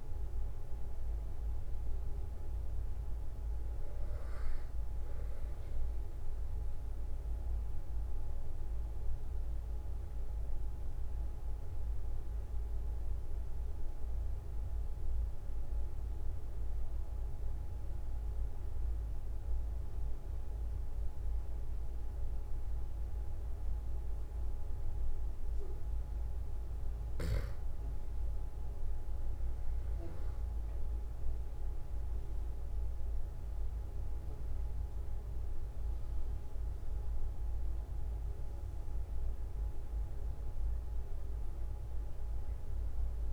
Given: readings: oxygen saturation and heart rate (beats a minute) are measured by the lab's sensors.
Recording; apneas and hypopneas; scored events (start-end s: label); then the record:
breathing in sleep, hard to hear, by a room microphone; 1
0.00-1.00 s: arousal
7.00-26.50 s: obstructive apnea (oxygen 97% before, 94% lowest, heart rate 46 before, 44 extreme, up 1 after)
29.50-33.50 s: arousal
From the record:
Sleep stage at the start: N2 (light sleep); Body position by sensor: on the back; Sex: male